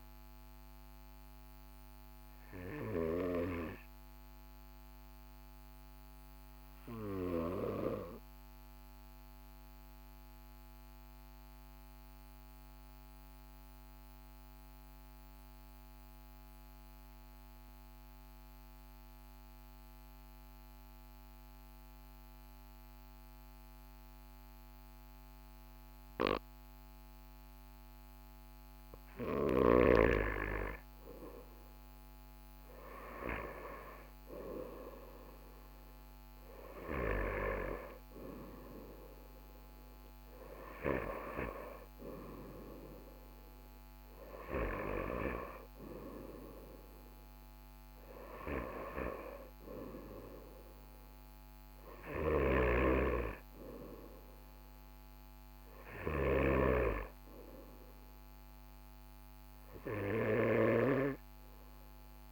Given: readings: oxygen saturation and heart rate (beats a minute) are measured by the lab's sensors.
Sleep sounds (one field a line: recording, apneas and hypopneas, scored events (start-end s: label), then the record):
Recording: breathing in sleep by a microphone on the trachea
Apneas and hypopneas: 1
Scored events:
8.50-29.00 s: obstructive apnea (oxygen 98% before, 94% lowest, heart rate 42 before, 41 extreme, up 0 after)
31.50-36.50 s: arousal
51.50-60.50 s: snoring (device-marked)
From the record:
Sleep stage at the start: N2 (light sleep)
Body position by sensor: on the right side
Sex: male